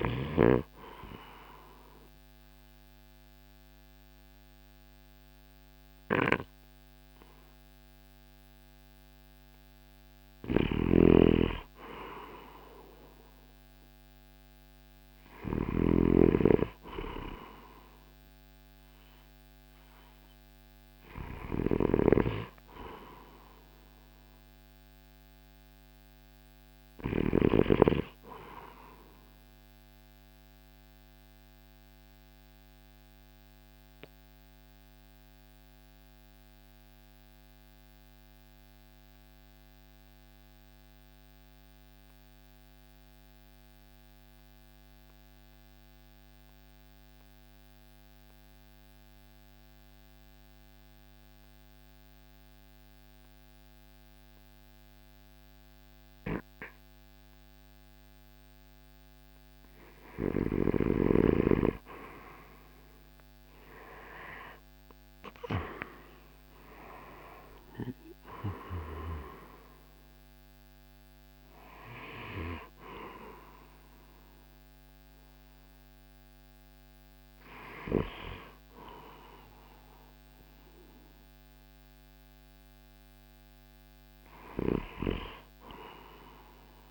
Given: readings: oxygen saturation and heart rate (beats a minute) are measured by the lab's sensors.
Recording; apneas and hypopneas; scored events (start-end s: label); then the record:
breathing in sleep by a microphone on the trachea; 2
0.50-11.00 s: obstructive apnea (oxygen 96% before, 90% lowest, heart rate 56 before, 54 extreme, up 4 after)
4.50-23.50 s: oxygen desaturation (device-marked, oxygen 93% before, 90% lowest, heart rate 56 before, 55 extreme)
10.00-15.50 s: snoring (device-marked)
13.50-17.50 s: arousal
21.50-27.00 s: snoring (device-marked)
29.50-60.00 s: obstructive apnea (oxygen 95% before, 82% lowest, heart rate 57 before, 50 extreme, up 19 after)
60.50-77.50 s: oxygen desaturation (device-marked, oxygen 95% before, 91% lowest, heart rate 54 before, 55 extreme)
63.00-67.00 s: arousal
66.50-80.50 s: drop in pulse transit time (device-marked, heart rate 54 before, 55 extreme)
From the record:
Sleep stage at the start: N2 (light sleep); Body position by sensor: on the right side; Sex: male